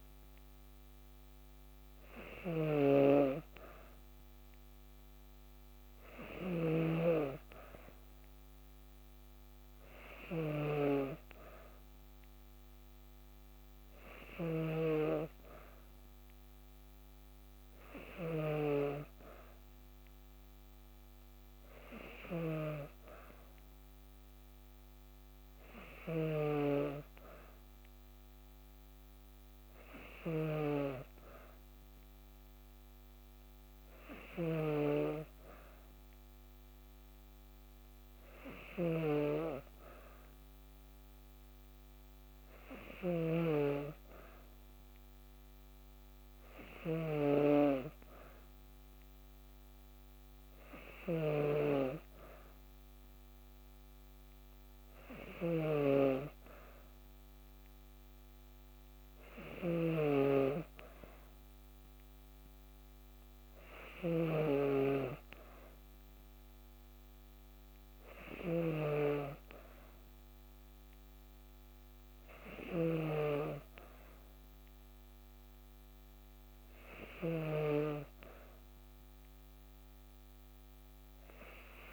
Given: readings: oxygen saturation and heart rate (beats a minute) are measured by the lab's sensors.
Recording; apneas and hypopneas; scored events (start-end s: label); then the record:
breathing in sleep by a microphone on the trachea; none
0.00-6.50 s: snoring (device-marked)
14.00-30.00 s: snoring (device-marked)
38.00-46.50 s: snoring (device-marked)
55.00-81.93 s: snoring (device-marked)
From the record:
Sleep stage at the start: N2 (light sleep); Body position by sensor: on the back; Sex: female